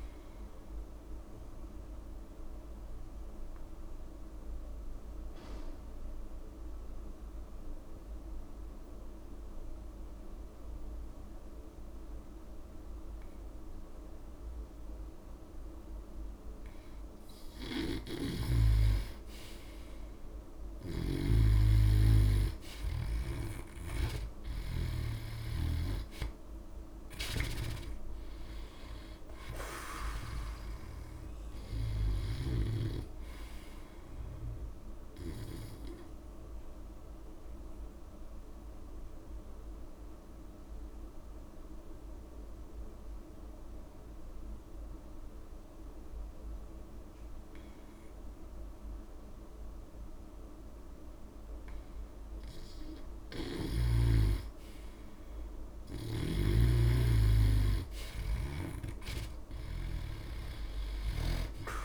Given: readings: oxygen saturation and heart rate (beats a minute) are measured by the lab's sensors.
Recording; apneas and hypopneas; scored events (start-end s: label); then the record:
breathing in sleep by a room microphone; 2
0.00-13.50 s: oxygen desaturation (device-marked, oxygen 88% lowest)
1.00-17.00 s: obstructive apnea (oxygen 96% before, 88% lowest)
18.00-25.00 s: snoring (device-marked)
20.50-24.00 s: arousal
25.50-45.50 s: oxygen desaturation (device-marked, oxygen 97% before, 89% lowest)
35.50-51.50 s: obstructive apnea (oxygen 97% before, 88% lowest)
53.00-56.50 s: snoring (device-marked)
54.00-58.00 s: arousal
56.50-61.85 s: oxygen desaturation (device-marked, oxygen 97% before, 88% lowest)
From the record:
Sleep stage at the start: N2 (light sleep); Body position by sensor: on the back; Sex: male